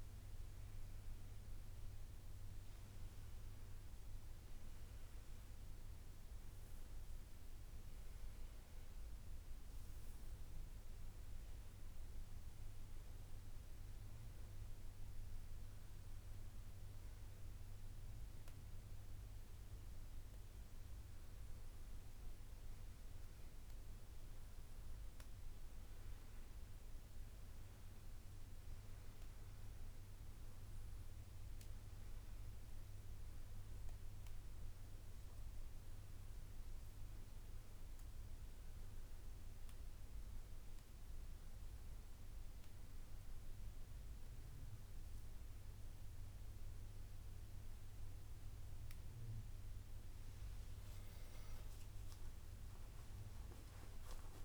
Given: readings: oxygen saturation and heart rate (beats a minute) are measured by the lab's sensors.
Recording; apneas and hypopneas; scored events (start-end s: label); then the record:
a person partly awake in a sleep study, hard to hear, by a room microphone; none
2.50-4.50 s: long interval between heartbeats (device-marked, heart rate 66 before, 78 extreme)
9.50-54.45 s: new sleep stage, N1 (lightest sleep)
26.50-28.50 s: long interval between heartbeats (device-marked, heart rate 68 before, 66 extreme)
47.00-49.00 s: long interval between heartbeats (device-marked, heart rate 67 before, 68 extreme)
51.50-53.50 s: long interval between heartbeats (device-marked, heart rate 68 before, 78 extreme)
52.00-54.45 s: arousal
From the record:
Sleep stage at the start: awake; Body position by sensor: on the back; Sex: male